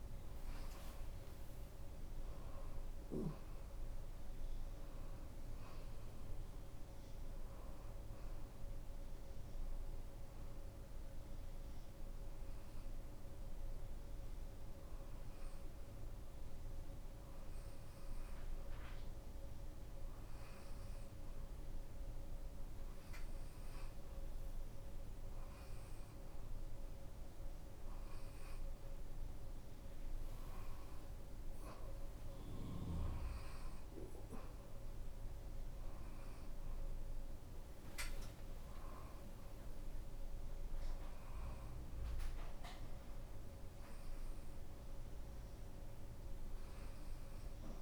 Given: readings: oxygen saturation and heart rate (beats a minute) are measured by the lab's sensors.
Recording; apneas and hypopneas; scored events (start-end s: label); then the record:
breathing in sleep, hard to hear, by a room microphone; none
24.00-26.00 s: long interval between heartbeats (device-marked, heart rate 92 before, 90 extreme)
25.00-34.00 s: oxygen desaturation (device-marked, oxygen 91% before, 88% lowest)
30.00-32.00 s: long interval between heartbeats (device-marked, heart rate 90 before, 89 extreme)
33.00-47.82 s: bradycardia (device-marked)
37.00-39.00 s: long interval between heartbeats (device-marked, heart rate 84 before, 25 extreme)
From the record:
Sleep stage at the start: N2 (light sleep); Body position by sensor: on the back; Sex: female